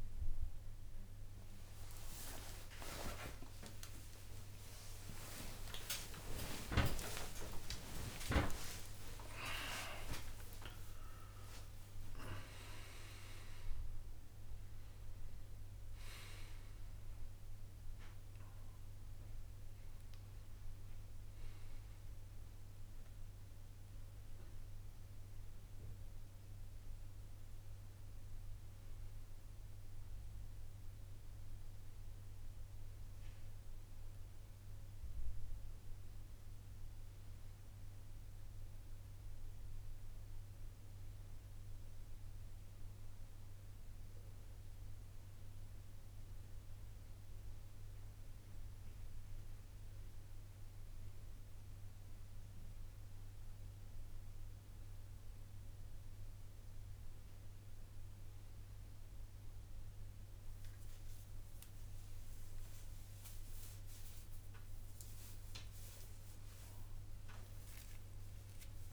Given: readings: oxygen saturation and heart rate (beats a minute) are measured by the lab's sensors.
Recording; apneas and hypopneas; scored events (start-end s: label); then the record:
breathing in sleep by a room microphone; none
2.50-8.50 s: arousal
12.50-22.50 s: oxygen desaturation (device-marked, oxygen 95% before, 91% lowest, heart rate 187 before, 116 extreme)
55.50-68.93 s: new sleep stage, awake
56.50-68.93 s: oxygen desaturation (device-marked, oxygen 96% before, 91% lowest, heart rate 157 before, 158 extreme)
From the record:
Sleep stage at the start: N1 (lightest sleep); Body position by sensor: on the back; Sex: male